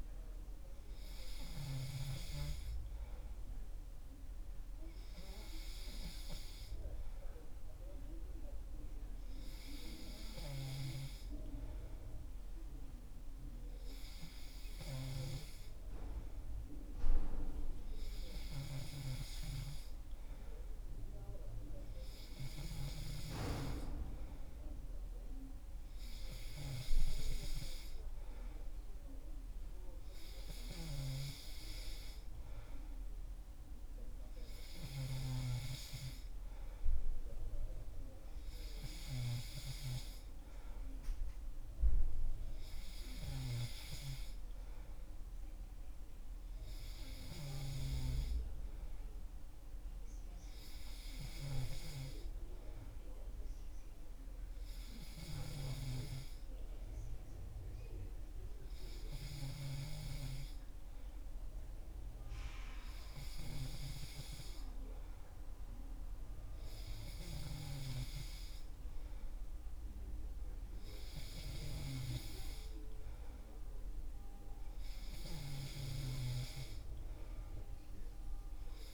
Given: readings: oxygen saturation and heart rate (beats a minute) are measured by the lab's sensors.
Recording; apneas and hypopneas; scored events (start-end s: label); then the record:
breathing in sleep by a room microphone; none
none scored
From the record:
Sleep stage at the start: N3 (deep sleep); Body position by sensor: on the back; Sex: male